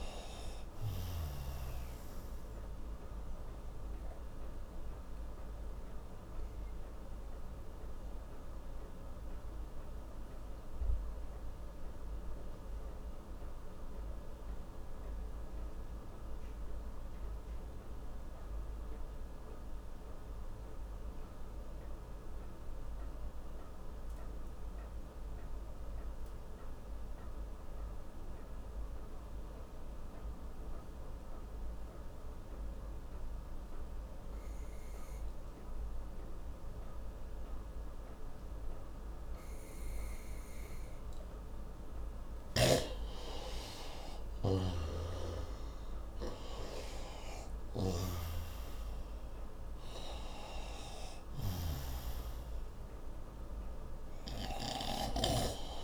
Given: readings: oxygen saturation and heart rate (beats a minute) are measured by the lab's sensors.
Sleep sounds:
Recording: breathing in sleep by a room microphone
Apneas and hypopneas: 1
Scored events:
0.00-22.00 s: oxygen desaturation (device-marked, oxygen 88% lowest)
3.50-41.50 s: obstructive apnea (oxygen 97% before, 87% lowest)
36.00-55.84 s: oxygen desaturation (device-marked, oxygen 97% before, 87% lowest)
43.50-48.50 s: arousal
51.50-55.50 s: snoring (device-marked)
From the record:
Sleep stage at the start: N2 (light sleep)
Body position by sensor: on the right side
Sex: male

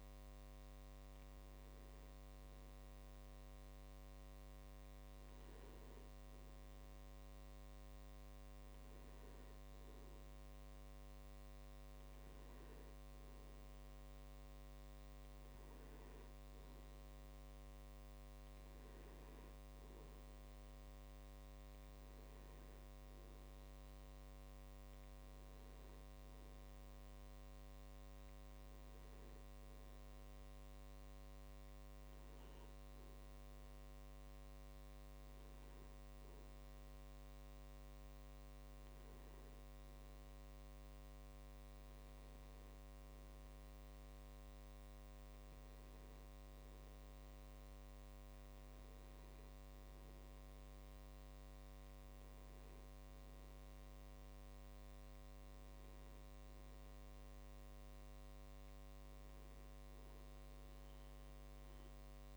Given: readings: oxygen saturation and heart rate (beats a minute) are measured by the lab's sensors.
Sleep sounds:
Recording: a person awake in a sleep study, hard to hear, by a microphone on the trachea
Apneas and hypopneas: none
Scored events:
none scored
From the record:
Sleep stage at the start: awake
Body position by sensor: on the back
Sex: male

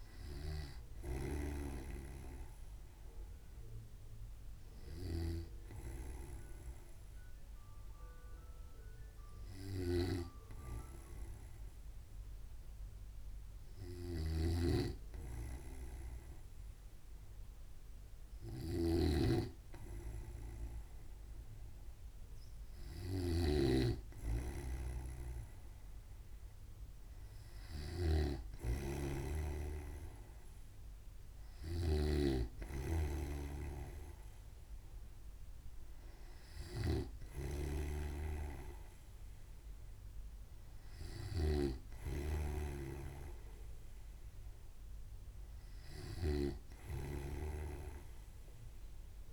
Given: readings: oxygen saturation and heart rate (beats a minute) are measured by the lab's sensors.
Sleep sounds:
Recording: breathing in sleep by a room microphone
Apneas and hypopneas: 1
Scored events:
0.00-1.50 s: arousal
0.00-49.33 s: snoring (device-marked)
3.50-16.50 s: hypopnea (oxygen 97% before, 94% lowest, heart rate 64 before, 63 extreme, up 0 after)
19.50-22.50 s: arousal
From the record:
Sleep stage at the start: N2 (light sleep)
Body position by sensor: on the right side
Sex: male

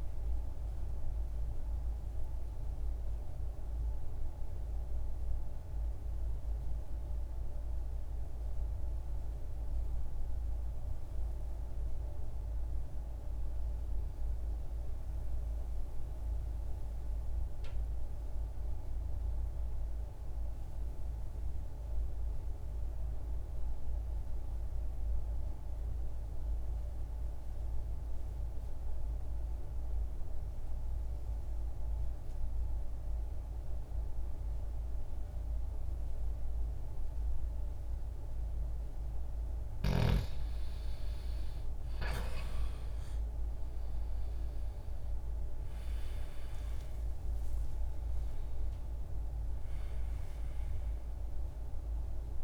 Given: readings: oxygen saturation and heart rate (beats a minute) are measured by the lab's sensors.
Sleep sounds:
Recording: breathing in sleep, hard to hear, by a room microphone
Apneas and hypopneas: 1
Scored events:
0.00-7.50 s: oxygen desaturation (device-marked, oxygen 85% lowest, heart rate 60 extreme)
12.50-28.50 s: oxygen desaturation (device-marked, oxygen 88% before, 84% lowest, heart rate 70 before, 60 extreme)
13.50-39.50 s: mixed apnea (oxygen 93% before, 84% lowest, heart rate 69 before, 60 extreme, up 14 after)
38.50-52.44 s: oxygen desaturation (device-marked, oxygen 97% before, 84% lowest, heart rate 60 before, 60 extreme)
42.50-47.00 s: arousal
From the record:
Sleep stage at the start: N2 (light sleep)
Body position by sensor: on the left side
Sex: male

